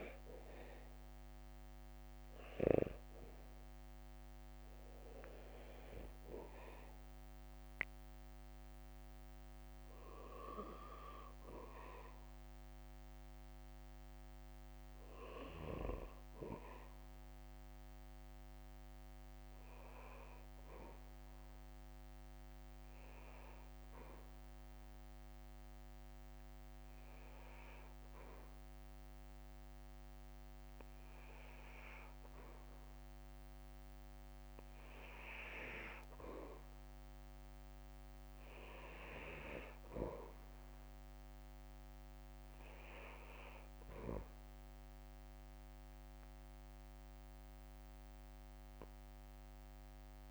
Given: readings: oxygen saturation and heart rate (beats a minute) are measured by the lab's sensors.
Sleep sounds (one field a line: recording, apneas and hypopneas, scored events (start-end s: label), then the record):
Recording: breathing in sleep by a microphone on the trachea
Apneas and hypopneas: 1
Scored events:
0.00-17.50 s: oxygen desaturation (device-marked, oxygen 93% lowest, heart rate 52 extreme)
0.00-50.31 s: bradycardia (device-marked, heart rate 48 extreme)
17.50-39.50 s: hypopnea (oxygen 97% before, 89% lowest, heart rate 57 before, 48 extreme, up 2 after)
43.50-48.00 s: arousal
44.50-50.31 s: oxygen desaturation (device-marked, oxygen 96% before, 91% lowest, heart rate 53 before, 48 extreme)
45.50-50.31 s: drop in pulse transit time (device-marked, heart rate 53 before, 48 extreme)
From the record:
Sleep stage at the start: N2 (light sleep)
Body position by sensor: on the back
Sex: male